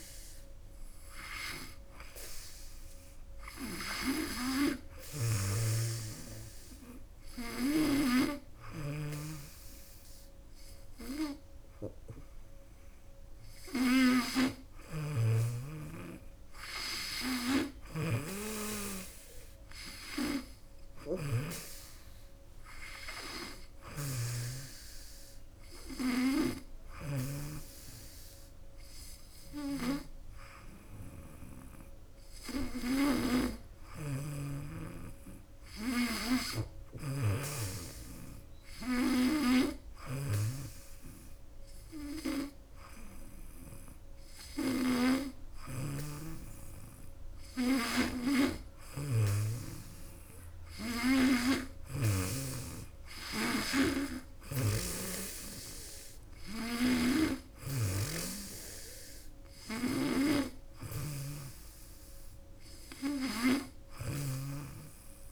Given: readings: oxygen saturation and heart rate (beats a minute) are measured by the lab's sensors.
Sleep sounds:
breathing in sleep by a room microphone; none
0.00-8.00 s: snoring (device-marked)
14.50-52.00 s: snoring (device-marked)
56.50-65.31 s: snoring (device-marked)
From the record:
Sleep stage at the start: N2 (light sleep); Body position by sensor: on the back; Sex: female

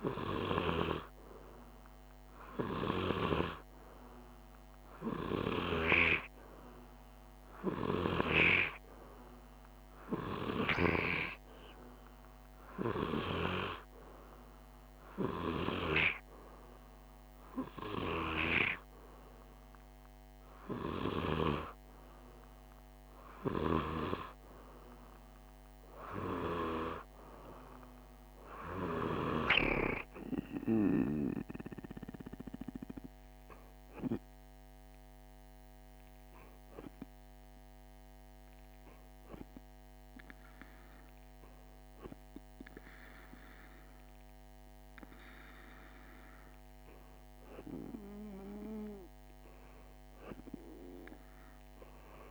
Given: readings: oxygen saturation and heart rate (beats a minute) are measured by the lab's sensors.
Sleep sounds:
breathing in sleep by a microphone on the trachea; none
none scored
From the record:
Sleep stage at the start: N2 (light sleep); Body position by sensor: on the right side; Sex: male

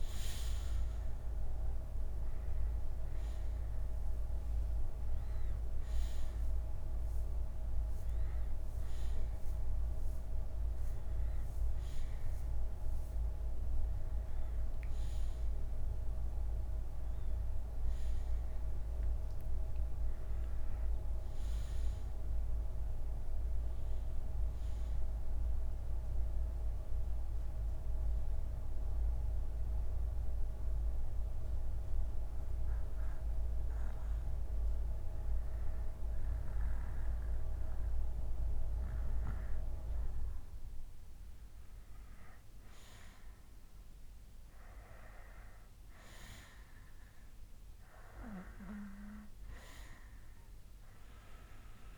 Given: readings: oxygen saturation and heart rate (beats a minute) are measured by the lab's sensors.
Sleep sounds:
breathing in sleep by a room microphone; 1
0.00-7.50 s: oxygen desaturation (device-marked, oxygen 89% lowest, heart rate 52 extreme)
12.50-22.50 s: bradycardia (device-marked, heart rate 68 before, 52 extreme)
20.00-23.50 s: arousal
27.50-41.00 s: obstructive apnea (oxygen 95% before, 90% lowest, heart rate 63 before, 63 extreme, up 6 after)
44.50-51.97 s: oxygen desaturation (device-marked, oxygen 94% before, 90% lowest, heart rate 68 before, 53 extreme)
48.50-51.97 s: arousal
From the record:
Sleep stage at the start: N2 (light sleep); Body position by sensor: on the back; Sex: male

